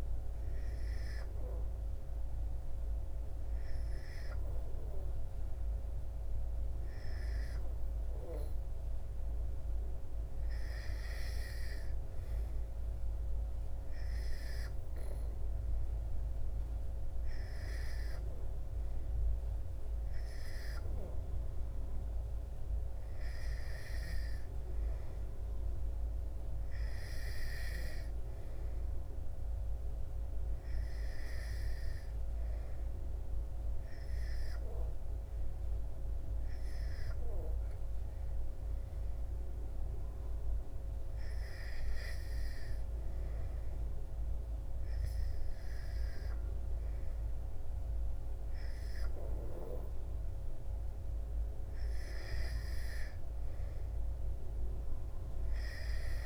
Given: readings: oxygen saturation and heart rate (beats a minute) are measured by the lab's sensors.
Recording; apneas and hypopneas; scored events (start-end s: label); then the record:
breathing in sleep, hard to hear, by a room microphone; none
none scored
From the record:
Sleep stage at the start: N2 (light sleep); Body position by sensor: on the back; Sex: male